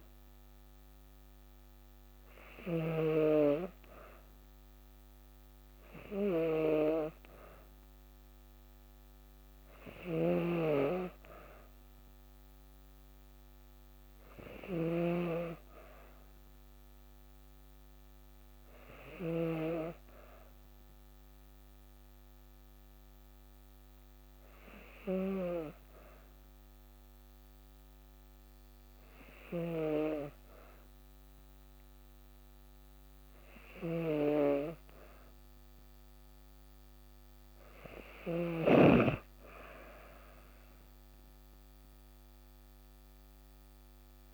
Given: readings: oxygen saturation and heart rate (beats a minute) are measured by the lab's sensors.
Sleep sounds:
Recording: breathing in sleep by a microphone on the trachea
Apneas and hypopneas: none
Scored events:
0.00-2.50 s: snoring (device-marked)
9.50-19.00 s: snoring (device-marked)
29.00-38.00 s: snoring (device-marked)
39.00-43.00 s: arousal
From the record:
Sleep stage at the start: N2 (light sleep)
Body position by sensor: on the back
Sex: female

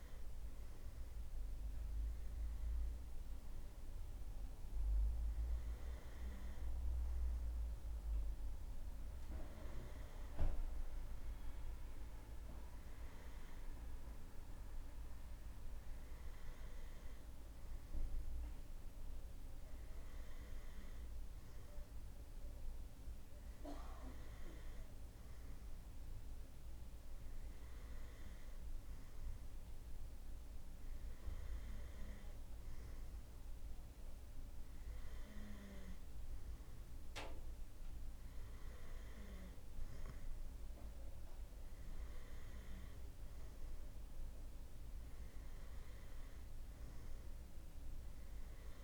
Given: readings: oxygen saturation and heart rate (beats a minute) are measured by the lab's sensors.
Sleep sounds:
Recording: breathing in sleep by a room microphone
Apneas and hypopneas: none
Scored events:
none scored
From the record:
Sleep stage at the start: N2 (light sleep)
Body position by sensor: on the right side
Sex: male

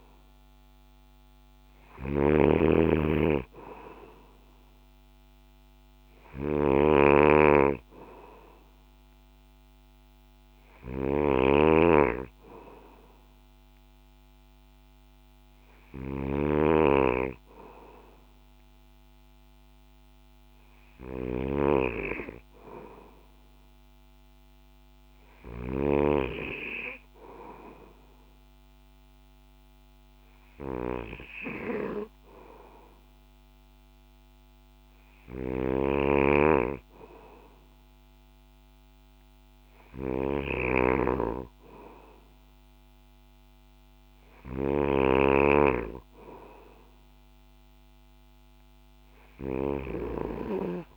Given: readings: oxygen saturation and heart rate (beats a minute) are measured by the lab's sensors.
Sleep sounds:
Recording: breathing in sleep by a microphone on the trachea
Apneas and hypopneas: none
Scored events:
0.00-26.00 s: snoring (device-marked)
35.50-50.97 s: snoring (device-marked)
From the record:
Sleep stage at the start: N2 (light sleep)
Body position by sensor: on the back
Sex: male

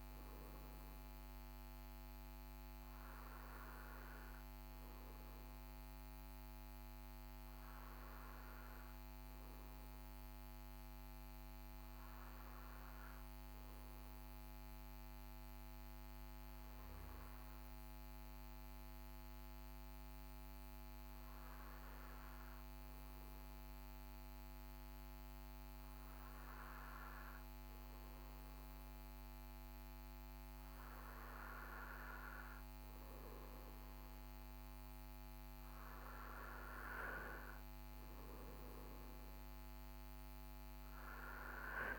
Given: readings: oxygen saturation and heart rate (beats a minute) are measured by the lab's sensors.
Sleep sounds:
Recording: breathing in sleep by a microphone on the trachea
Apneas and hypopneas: none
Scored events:
none scored
From the record:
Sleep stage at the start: N1 (lightest sleep)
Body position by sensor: on the right side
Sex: male

